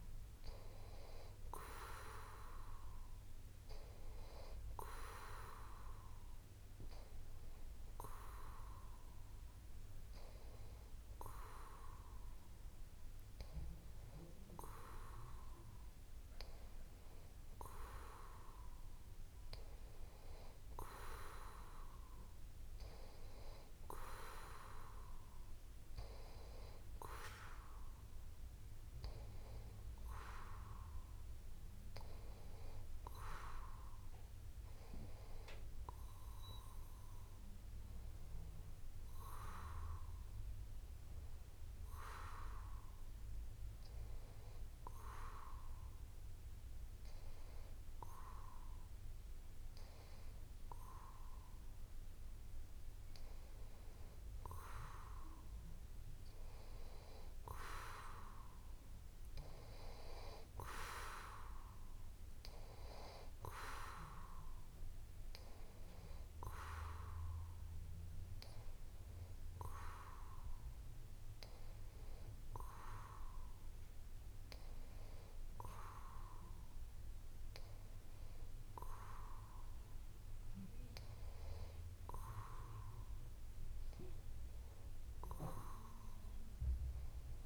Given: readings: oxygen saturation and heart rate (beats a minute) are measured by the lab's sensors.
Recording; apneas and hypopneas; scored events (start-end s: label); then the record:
breathing in sleep by a room microphone; none
none scored
From the record:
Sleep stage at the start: N2 (light sleep); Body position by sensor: on the back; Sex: male